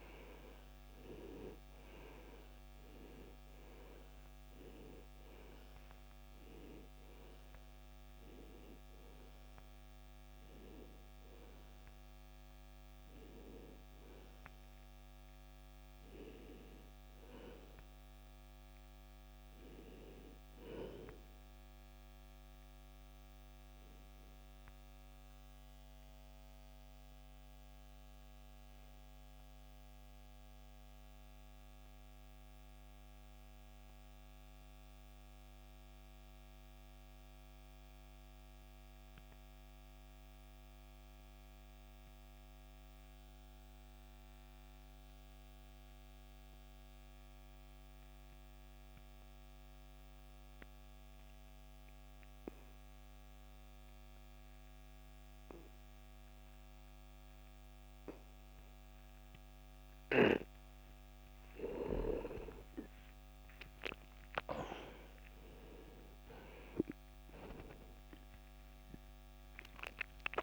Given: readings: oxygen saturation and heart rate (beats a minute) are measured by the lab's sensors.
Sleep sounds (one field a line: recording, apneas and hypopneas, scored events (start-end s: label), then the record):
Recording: breathing in sleep by a microphone on the trachea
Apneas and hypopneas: 1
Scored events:
0.00-37.00 s: oxygen desaturation (device-marked, oxygen 78% lowest, heart rate 54 extreme)
24.00-60.50 s: obstructive apnea (oxygen 96% before, 78% lowest, heart rate 78 before, 50 extreme, up 17 after)
61.00-70.43 s: oxygen desaturation (device-marked, oxygen 97% before, 79% lowest, heart rate 62 before, 52 extreme)
61.50-65.50 s: arousal
From the record:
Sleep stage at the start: N2 (light sleep)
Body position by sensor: on the back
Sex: male